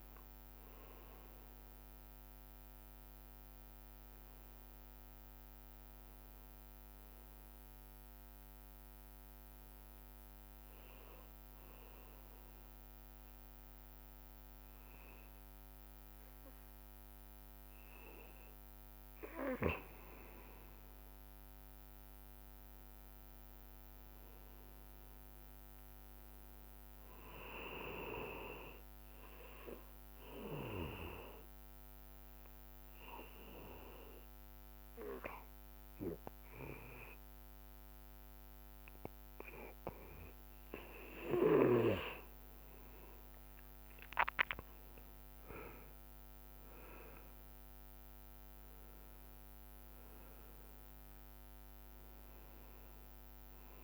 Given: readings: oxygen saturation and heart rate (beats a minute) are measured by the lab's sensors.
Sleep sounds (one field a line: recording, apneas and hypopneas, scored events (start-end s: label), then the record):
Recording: breathing in sleep by a microphone on the trachea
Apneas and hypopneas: 2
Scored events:
0.00-20.00 s: oxygen desaturation (device-marked, oxygen 92% lowest, heart rate 57 extreme)
10.00-20.00 s: obstructive apnea (oxygen 98% before, 93% lowest, heart rate 76 before, 57 extreme, up 4 after)
22.00-25.50 s: arousal
31.00-41.00 s: oxygen desaturation (device-marked, oxygen 99% before, 95% lowest, heart rate 60 before, 59 extreme)
31.00-41.50 s: obstructive apnea (oxygen 99% before, 94% lowest, heart rate 60 before, 59 extreme, up 22 after)
44.50-49.00 s: arousal
47.50-49.50 s: long interval between heartbeats (device-marked, heart rate 62 before, 80 extreme)
50.00-53.84 s: oxygen desaturation (device-marked, oxygen 98% before, 94% lowest, heart rate 65 before, 59 extreme)
From the record:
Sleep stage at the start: N2 (light sleep)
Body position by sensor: on the back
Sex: male